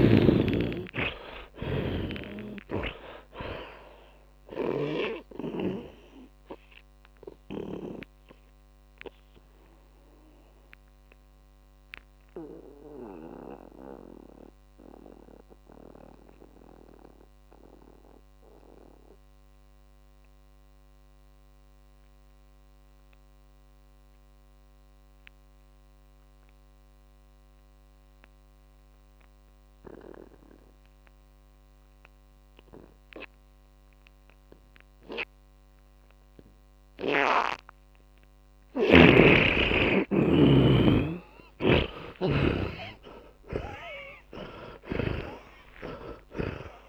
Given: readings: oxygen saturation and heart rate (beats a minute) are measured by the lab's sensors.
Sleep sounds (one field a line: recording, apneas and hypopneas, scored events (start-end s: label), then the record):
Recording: breathing in sleep by a microphone on the trachea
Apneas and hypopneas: 1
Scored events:
0.00-2.00 s: arousal
0.00-25.50 s: oxygen desaturation (device-marked, oxygen 81% lowest, heart rate 49 extreme)
10.00-38.50 s: obstructive apnea (oxygen 100% before, 77% lowest, heart rate 67 before, 49 extreme, up 31 after)
38.50-42.50 s: oxygen desaturation (device-marked, oxygen 100% before, 93% lowest, heart rate 56 before, 67 extreme)
41.50-45.50 s: snoring (device-marked)
42.00-46.50 s: arousal
44.50-46.89 s: oxygen desaturation (device-marked, oxygen 99% before, 77% lowest, heart rate 54 before, 52 extreme)
From the record:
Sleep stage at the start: N2 (light sleep)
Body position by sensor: on the back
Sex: male